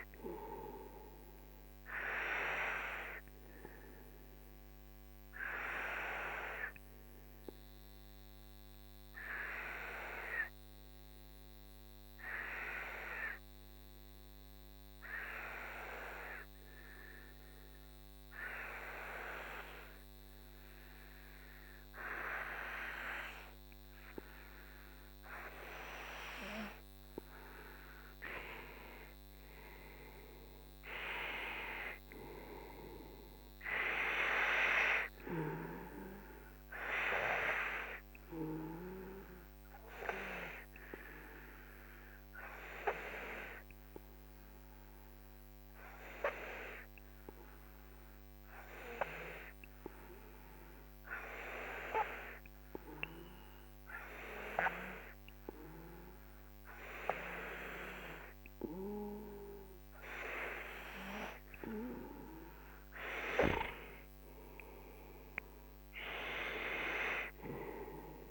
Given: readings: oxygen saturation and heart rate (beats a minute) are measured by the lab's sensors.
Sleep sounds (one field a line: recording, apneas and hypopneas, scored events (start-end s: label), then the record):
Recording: breathing in sleep by a microphone on the trachea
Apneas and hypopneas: 2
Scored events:
0.00-15.50 s: oxygen desaturation (device-marked, oxygen 93% lowest, heart rate 43 extreme)
2.50-26.50 s: obstructive apnea (oxygen 98% before, 93% lowest, heart rate 55 before, 44 extreme, up 12 after)
27.50-45.50 s: oxygen desaturation (device-marked, oxygen 97% before, 93% lowest, heart rate 47 before, 48 extreme)
28.00-32.50 s: arousal
38.50-60.50 s: obstructive apnea (oxygen 97% before, 93% lowest, heart rate 54 before, 46 extreme, up 11 after)
62.50-66.50 s: arousal
From the record:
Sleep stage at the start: N2 (light sleep)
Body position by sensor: on the right side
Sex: male